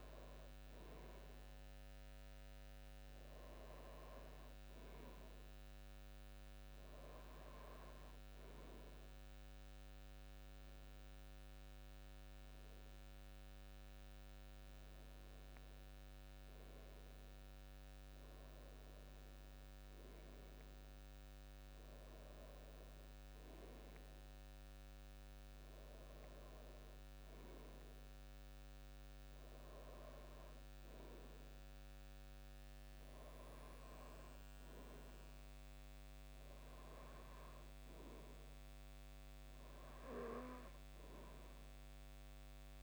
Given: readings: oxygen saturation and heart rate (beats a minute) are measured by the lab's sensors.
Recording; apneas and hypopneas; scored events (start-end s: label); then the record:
breathing in sleep by a microphone on the trachea; none
none scored
From the record:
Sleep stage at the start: N2 (light sleep); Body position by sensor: on the back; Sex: male